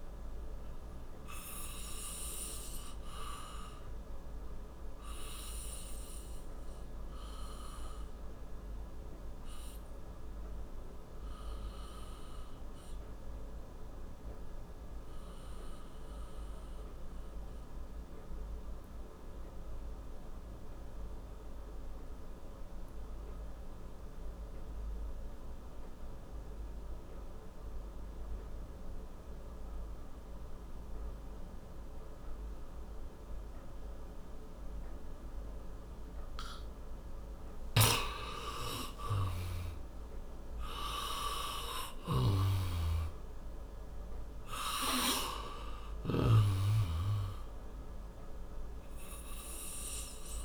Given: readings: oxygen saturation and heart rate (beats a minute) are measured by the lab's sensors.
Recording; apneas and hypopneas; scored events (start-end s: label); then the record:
breathing in sleep by a room microphone; 1
0.00-23.00 s: oxygen desaturation (device-marked, oxygen 87% lowest, heart rate 57 extreme)
1.00-36.00 s: obstructive apnea (oxygen 98% before, 87% lowest, heart rate 71 before, 57 extreme, up 10 after)
37.50-43.00 s: arousal
40.00-50.45 s: oxygen desaturation (device-marked, oxygen 97% before, 88% lowest, heart rate 59 before, 58 extreme)
From the record:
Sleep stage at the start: N2 (light sleep); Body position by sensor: on the back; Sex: male